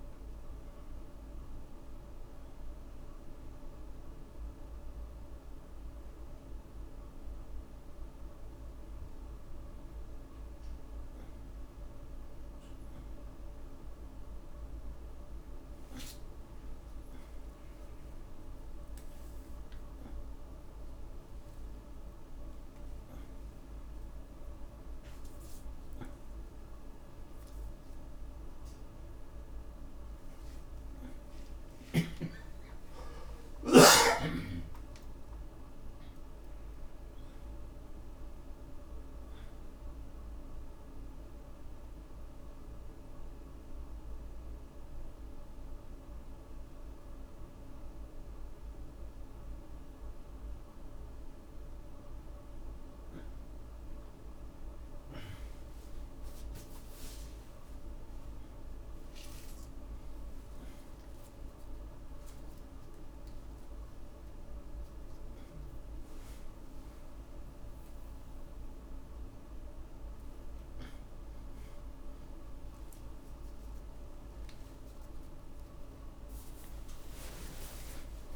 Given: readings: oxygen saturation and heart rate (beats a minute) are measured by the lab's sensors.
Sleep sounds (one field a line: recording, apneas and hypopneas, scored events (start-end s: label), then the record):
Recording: breathing in sleep, hard to hear, by a room microphone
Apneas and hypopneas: 1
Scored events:
0.50-9.50 s: oxygen desaturation (device-marked, oxygen 97% before, 90% lowest)
11.50-20.50 s: oxygen desaturation (device-marked, oxygen 96% before, 92% lowest)
26.50-28.50 s: oxygen desaturation (device-marked, oxygen 93% before, 90% lowest, heart rate 76 before, 36 extreme)
33.50-37.50 s: arousal
42.50-53.00 s: obstructive apnea (oxygen 95% before, 88% lowest)
45.50-55.50 s: oxygen desaturation (device-marked, oxygen 91% before, 88% lowest)
63.50-78.36 s: new sleep stage, awake
75.50-77.50 s: oxygen desaturation (device-marked, oxygen 97% before, 93% lowest)
From the record:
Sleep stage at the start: N2 (light sleep)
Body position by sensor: upright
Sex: male